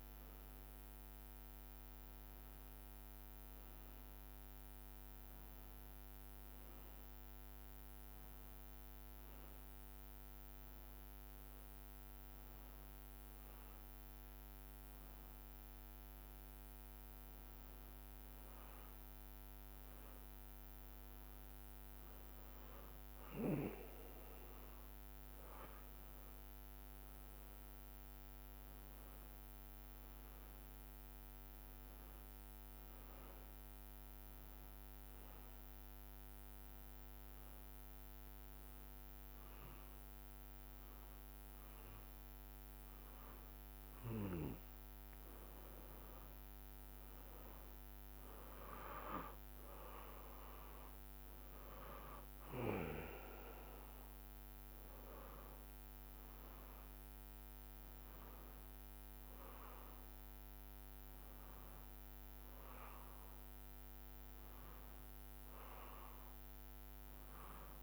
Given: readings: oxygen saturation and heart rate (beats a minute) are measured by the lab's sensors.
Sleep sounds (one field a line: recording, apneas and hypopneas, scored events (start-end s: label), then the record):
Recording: breathing in sleep by a microphone on the trachea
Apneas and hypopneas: 2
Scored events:
2.50-67.82 s: new sleep stage, N2 (light sleep)
7.50-18.00 s: hypopnea (oxygen 97% before, 93% lowest, heart rate 61 before, 58 extreme, up 0 after)
17.50-23.50 s: bradycardia (device-marked, heart rate 79 before, 59 extreme)
20.50-25.00 s: arousal
34.50-44.50 s: bradycardia (device-marked, heart rate 78 before, 58 extreme)
34.50-45.50 s: hypopnea (oxygen 97% before, 93% lowest, heart rate 60 before, 58 extreme, up 2 after)
47.00-51.50 s: arousal
53.50-66.50 s: oxygen desaturation (device-marked, oxygen 97% before, 93% lowest, heart rate 59 before, 59 extreme)
From the record:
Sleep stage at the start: N1 (lightest sleep)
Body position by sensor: on the back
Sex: male